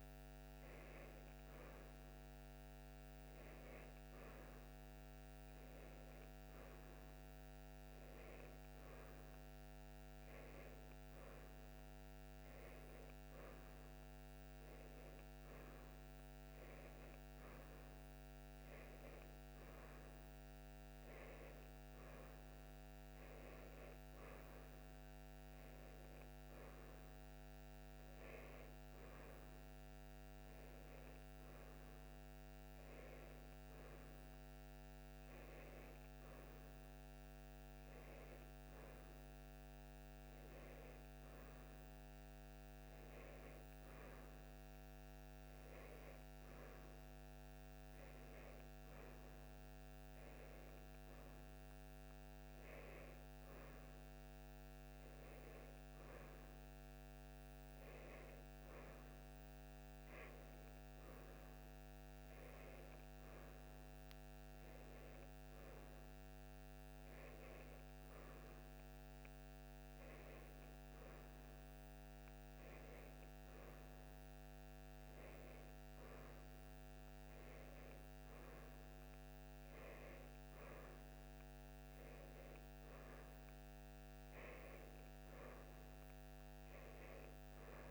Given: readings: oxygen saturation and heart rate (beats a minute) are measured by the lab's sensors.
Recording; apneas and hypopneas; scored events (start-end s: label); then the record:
breathing in sleep, hard to hear, by a microphone on the trachea; none
none scored
From the record:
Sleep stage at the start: N1 (lightest sleep); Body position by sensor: on the right side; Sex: female